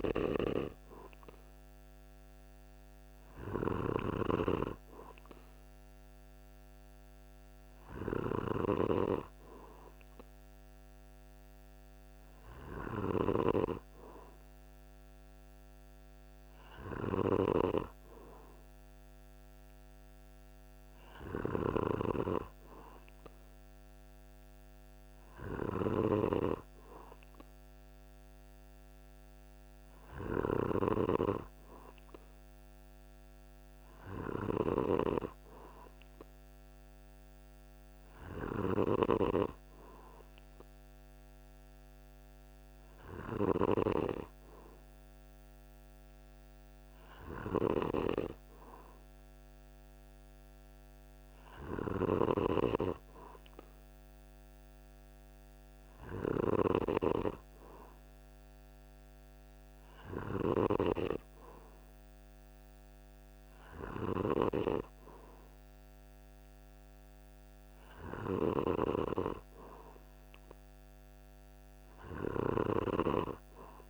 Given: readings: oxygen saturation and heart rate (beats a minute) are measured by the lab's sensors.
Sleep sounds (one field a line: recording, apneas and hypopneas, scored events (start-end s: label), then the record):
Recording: breathing in sleep by a microphone on the trachea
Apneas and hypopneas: none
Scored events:
3.50-8.00 s: snoring (device-marked)
20.50-30.00 s: snoring (device-marked)
From the record:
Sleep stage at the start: N2 (light sleep)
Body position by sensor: on the back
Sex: male